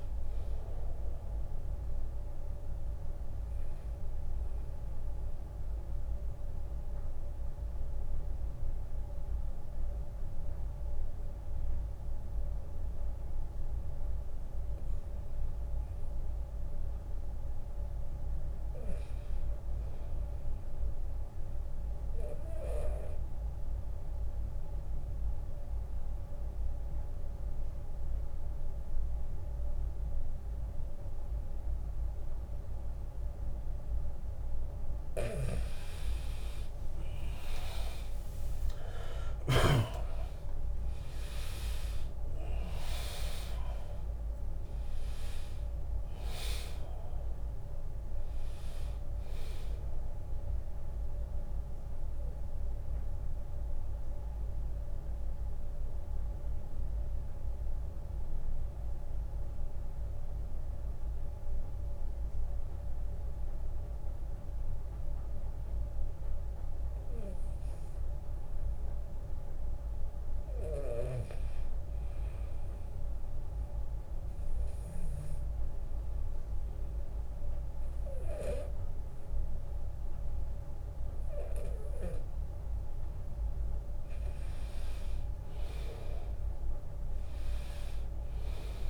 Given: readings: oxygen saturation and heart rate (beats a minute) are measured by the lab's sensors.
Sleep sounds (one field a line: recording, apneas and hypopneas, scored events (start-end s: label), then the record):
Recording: breathing in sleep by a room microphone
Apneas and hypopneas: 4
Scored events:
0.00-2.50 s: drop in pulse transit time (device-marked, heart rate 79 extreme)
0.00-16.50 s: oxygen desaturation (device-marked, oxygen 92% lowest, heart rate 67 extreme)
3.50-5.50 s: long interval between heartbeats (device-marked, heart rate 81 before, 78 extreme)
4.00-14.00 s: central apnea (oxygen 99% before, 86% lowest, heart rate 81 before, 67 extreme, up 13 after)
15.50-18.50 s: arousal
21.50-33.50 s: obstructive apnea (oxygen 100% before, 86% lowest, heart rate 77 before, 72 extreme, up 12 after)
31.50-65.50 s: oxygen desaturation (device-marked, oxygen 100% before, 86% lowest, heart rate 76 before, 73 extreme)
34.50-39.50 s: snoring (device-marked)
36.50-41.50 s: arousal
38.50-50.50 s: drop in pulse transit time (device-marked, heart rate 76 before, 73 extreme)
43.50-45.50 s: long interval between heartbeats (device-marked, heart rate 77 before, 80 extreme)
47.50-49.50 s: long interval between heartbeats (device-marked, heart rate 79 before, 75 extreme)
50.50-66.00 s: mixed apnea (oxygen 100% before, 86% lowest, heart rate 79 before, 73 extreme, up 3 after)
68.00-71.00 s: arousal
74.50-84.50 s: obstructive apnea (oxygen 100% before, 89% lowest, heart rate 79 before, 72 extreme, up 10 after)
78.50-88.90 s: oxygen desaturation (device-marked, oxygen 100% before, 89% lowest, heart rate 79 before, 67 extreme)
87.00-88.90 s: arousal
From the record:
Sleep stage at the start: N2 (light sleep)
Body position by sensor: on the back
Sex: male